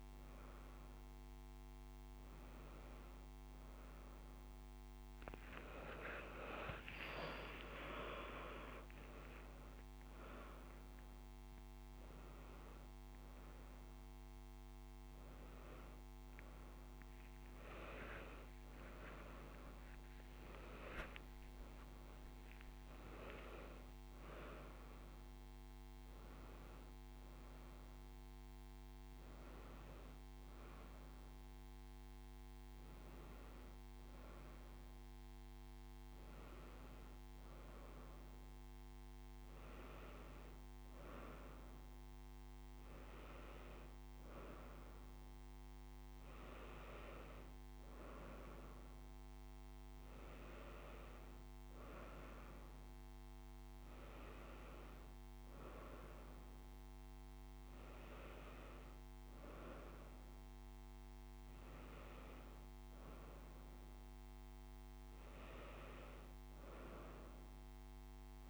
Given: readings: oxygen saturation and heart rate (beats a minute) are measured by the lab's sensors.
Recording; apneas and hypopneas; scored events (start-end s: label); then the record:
a person awake in a sleep study, by a microphone on the trachea; none
21.00-23.00 s: long interval between heartbeats (device-marked, heart rate 77 before, 105 extreme)
From the record:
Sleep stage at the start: awake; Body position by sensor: on the front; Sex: female